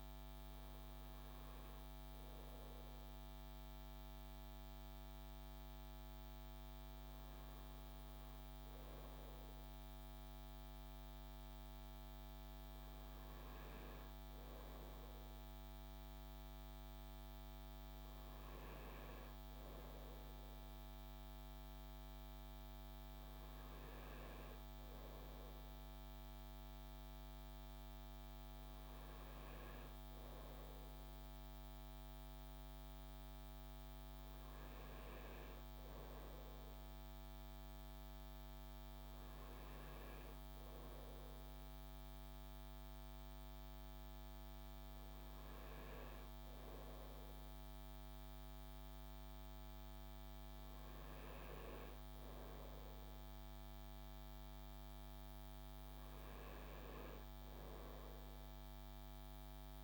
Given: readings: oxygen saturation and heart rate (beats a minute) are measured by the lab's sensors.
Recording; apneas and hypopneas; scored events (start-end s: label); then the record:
breathing in sleep, hard to hear, by a microphone on the trachea; none
none scored
From the record:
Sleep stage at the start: N2 (light sleep); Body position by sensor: on the front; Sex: male